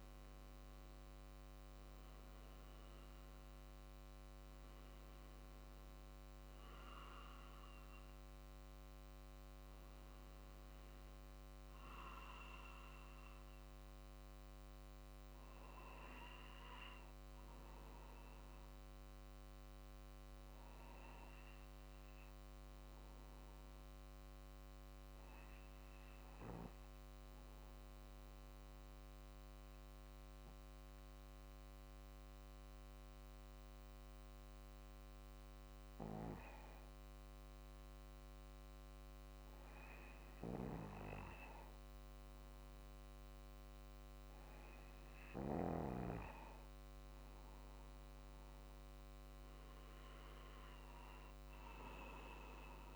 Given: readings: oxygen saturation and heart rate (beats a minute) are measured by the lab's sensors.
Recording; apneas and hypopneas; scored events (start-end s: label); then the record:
breathing in sleep by a microphone on the trachea; 1
0.00-3.00 s: drop in pulse transit time (device-marked, heart rate 49 extreme)
18.00-47.00 s: obstructive apnea (oxygen 96% before, 89% lowest, heart rate 48 before, 46 extreme, up 2 after)
24.00-40.00 s: oxygen desaturation (device-marked, oxygen 96% before, 89% lowest, heart rate 47 before, 47 extreme)
41.00-52.96 s: drop in pulse transit time (device-marked, heart rate 47 before, 48 extreme)
49.50-52.96 s: arousal
From the record:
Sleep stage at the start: N2 (light sleep); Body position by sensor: on the back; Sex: male